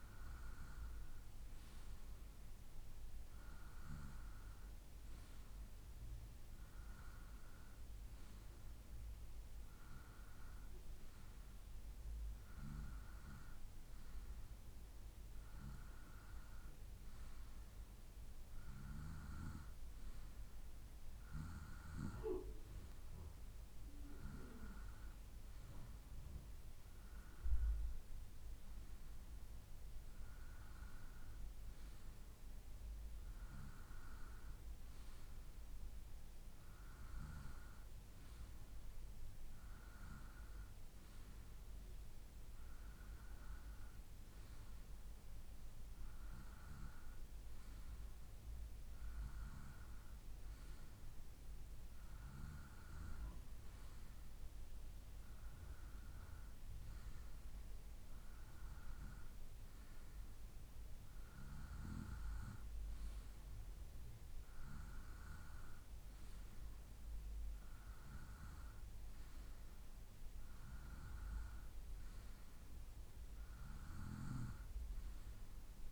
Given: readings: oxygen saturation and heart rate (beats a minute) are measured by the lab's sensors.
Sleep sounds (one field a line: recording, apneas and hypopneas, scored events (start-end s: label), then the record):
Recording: breathing in sleep by a room microphone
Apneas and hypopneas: none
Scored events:
none scored
From the record:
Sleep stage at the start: N2 (light sleep)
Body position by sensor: on the right side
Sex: male